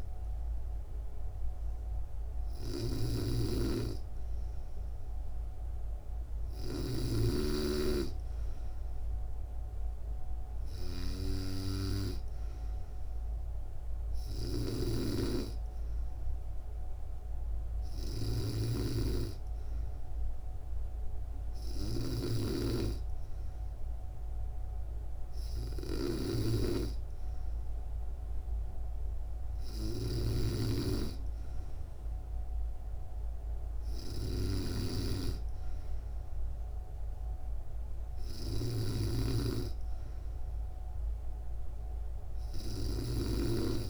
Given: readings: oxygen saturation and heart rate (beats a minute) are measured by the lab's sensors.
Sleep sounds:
breathing in sleep by a room microphone; none
0.00-6.50 s: snoring (device-marked)
14.00-43.90 s: snoring (device-marked)
From the record:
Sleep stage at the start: N3 (deep sleep); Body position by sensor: on the back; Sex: female

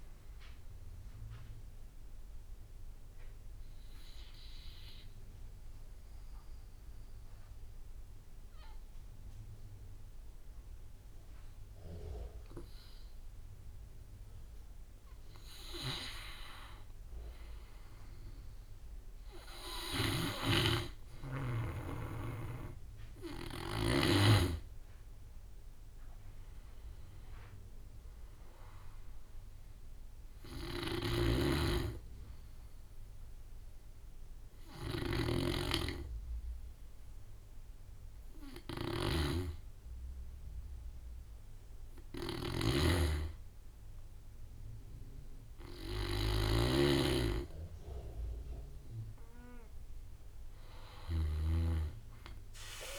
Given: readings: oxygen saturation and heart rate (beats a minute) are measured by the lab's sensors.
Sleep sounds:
breathing in sleep by a room microphone; 2
2.00-14.50 s: obstructive apnea (oxygen 92% before, 86% lowest, heart rate 54 before, 50 extreme, up 5 after)
17.00-20.50 s: arousal
21.00-35.00 s: oxygen desaturation (device-marked, oxygen 97% before, 86% lowest, heart rate 52 before, 50 extreme)
23.00-34.00 s: drop in pulse transit time (device-marked, heart rate 52 before, 54 extreme)
29.00-39.00 s: hypopnea (oxygen 100% before, 87% lowest, heart rate 54 before, 50 extreme, up 11 after)
30.00-51.00 s: snoring (device-marked)
40.50-43.50 s: arousal
48.00-52.99 s: oxygen desaturation (device-marked, oxygen 97% before, 93% lowest, heart rate 58 before, 48 extreme)
From the record:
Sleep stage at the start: N2 (light sleep); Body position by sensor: on the back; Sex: male

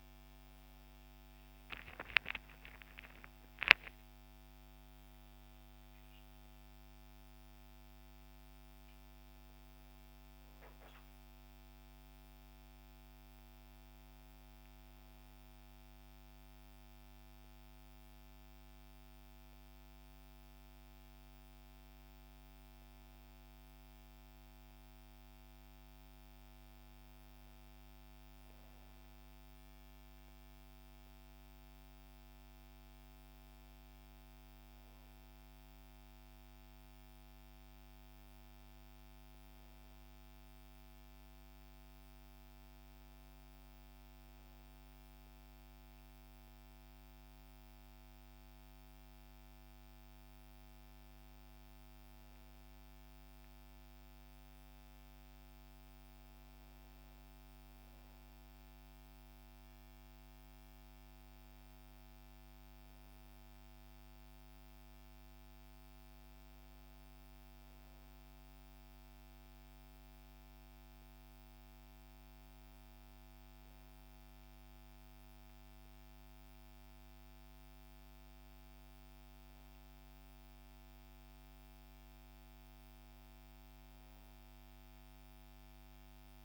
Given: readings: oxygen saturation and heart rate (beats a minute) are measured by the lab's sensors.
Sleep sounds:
a person awake in a sleep study, hard to hear, by a microphone on the trachea; none
none scored
From the record:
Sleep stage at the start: awake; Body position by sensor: on the back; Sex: female

